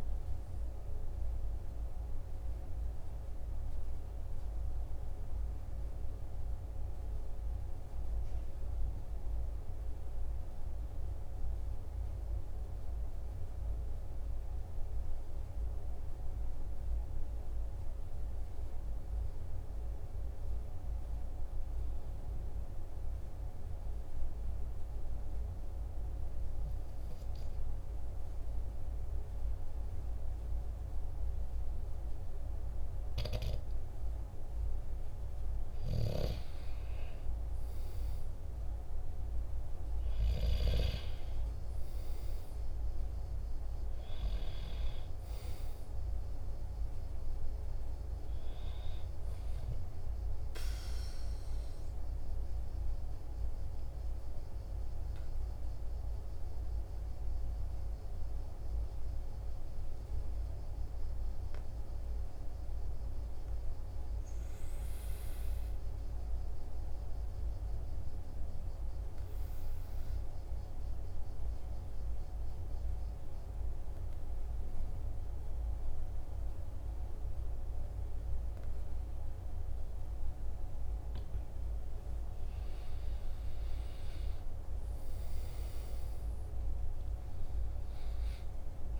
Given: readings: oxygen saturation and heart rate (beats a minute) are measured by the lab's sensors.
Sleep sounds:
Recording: breathing in sleep, hard to hear, by a room microphone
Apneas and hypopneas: 2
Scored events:
0.00-13.50 s: oxygen desaturation (device-marked, oxygen 93% lowest, heart rate 43 extreme)
6.00-33.50 s: obstructive apnea (oxygen 97% before, 93% lowest, heart rate 47 before, 45 extreme, up 3 after)
34.50-38.50 s: arousal
42.50-66.50 s: oxygen desaturation (device-marked, oxygen 97% before, 93% lowest, heart rate 47 before, 45 extreme)
50.50-81.00 s: obstructive apnea (oxygen 97% before, 92% lowest, heart rate 47 before, 45 extreme, up 6 after)
83.00-87.50 s: arousal
87.50-89.00 s: oxygen desaturation (device-marked, oxygen 97% before, 92% lowest, heart rate 47 before, 44 extreme)
From the record:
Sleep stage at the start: N2 (light sleep)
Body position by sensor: on the right side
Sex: male

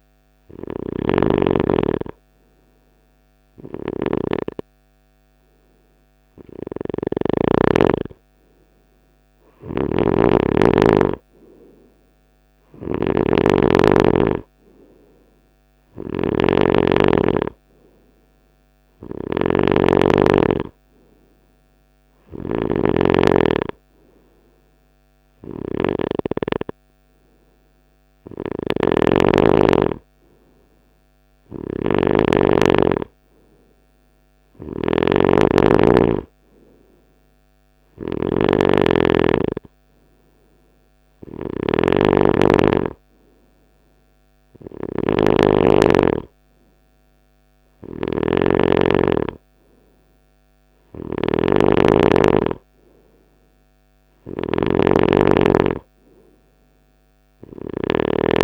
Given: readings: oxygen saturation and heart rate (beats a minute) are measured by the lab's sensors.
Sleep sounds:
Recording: breathing in sleep by a microphone on the trachea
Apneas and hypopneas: none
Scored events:
0.00-6.50 s: snoring (device-marked)
8.50-58.44 s: snoring (device-marked)
From the record:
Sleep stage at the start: N3 (deep sleep)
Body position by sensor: on the right side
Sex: male

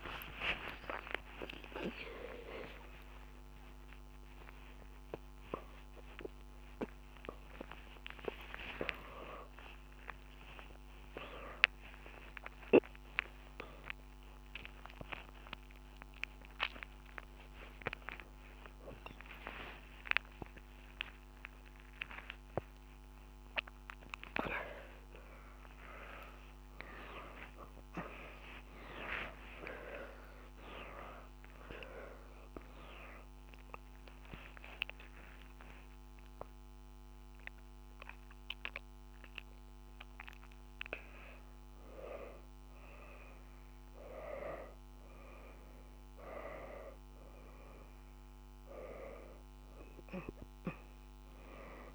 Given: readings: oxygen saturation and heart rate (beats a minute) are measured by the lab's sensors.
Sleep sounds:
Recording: a person awake in a sleep study, by a microphone on the trachea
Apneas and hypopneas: none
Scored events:
0.00-22.00 s: oxygen desaturation (device-marked, oxygen 89% lowest, heart rate 67 extreme)
2.00-31.00 s: tachycardia (device-marked, heart rate 90 before, 180 extreme)
38.00-43.00 s: tachycardia (device-marked, heart rate 93 before, 101 extreme)
47.00-51.95 s: oxygen desaturation (device-marked, oxygen 100% before, 96% lowest, heart rate 110 before, 93 extreme)
From the record:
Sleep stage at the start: awake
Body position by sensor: on the back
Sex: female

